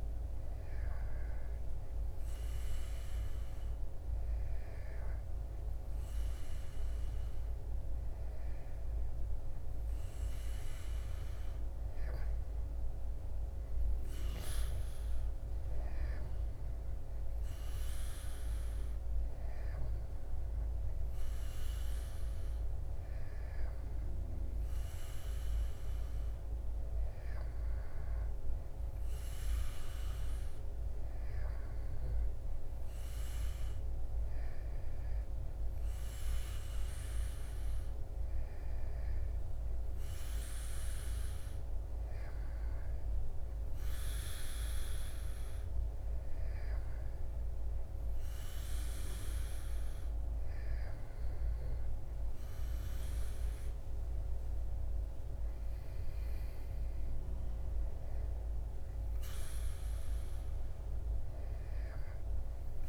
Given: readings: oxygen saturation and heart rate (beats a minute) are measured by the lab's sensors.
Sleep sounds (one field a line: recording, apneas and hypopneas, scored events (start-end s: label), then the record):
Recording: breathing in sleep, hard to hear, by a room microphone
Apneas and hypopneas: none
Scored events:
none scored
From the record:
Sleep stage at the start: N2 (light sleep)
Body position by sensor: on the back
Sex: male